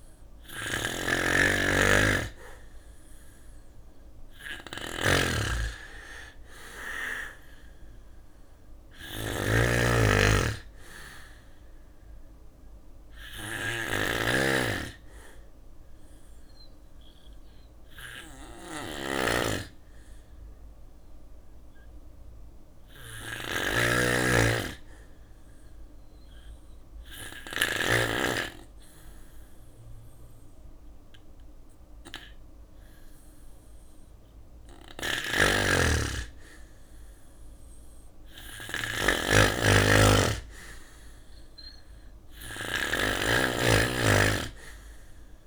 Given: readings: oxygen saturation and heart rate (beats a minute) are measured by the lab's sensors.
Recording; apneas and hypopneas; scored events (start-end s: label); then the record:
breathing in sleep by a room microphone; 1
0.00-5.50 s: bradycardia (device-marked, heart rate 54 extreme)
0.00-27.00 s: snoring (device-marked)
0.00-29.50 s: oxygen desaturation (device-marked, oxygen 94% lowest, heart rate 54 extreme)
7.50-21.50 s: drop in pulse transit time (device-marked, heart rate 59 before, 59 extreme)
14.00-33.00 s: obstructive apnea (oxygen 99% before, 91% lowest, heart rate 59 before, 60 extreme, up 0 after)
31.50-45.47 s: oxygen desaturation (device-marked, oxygen 98% before, 92% lowest, heart rate 63 before, 60 extreme)
34.00-45.47 s: snoring (device-marked)
35.00-38.00 s: arousal
From the record:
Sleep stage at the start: N2 (light sleep); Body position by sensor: on the back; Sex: male